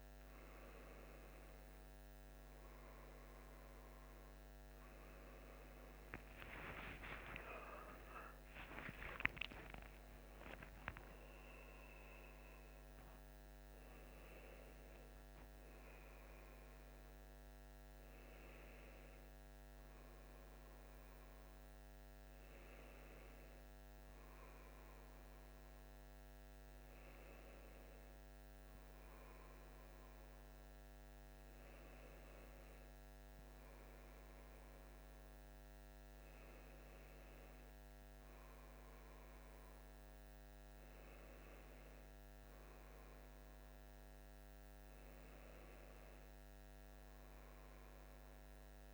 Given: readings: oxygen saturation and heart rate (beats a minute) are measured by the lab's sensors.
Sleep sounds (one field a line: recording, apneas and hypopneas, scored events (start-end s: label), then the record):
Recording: breathing in sleep by a microphone on the trachea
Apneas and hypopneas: none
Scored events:
6.50-10.00 s: arousal
From the record:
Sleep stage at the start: N1 (lightest sleep)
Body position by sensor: on the left side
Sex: male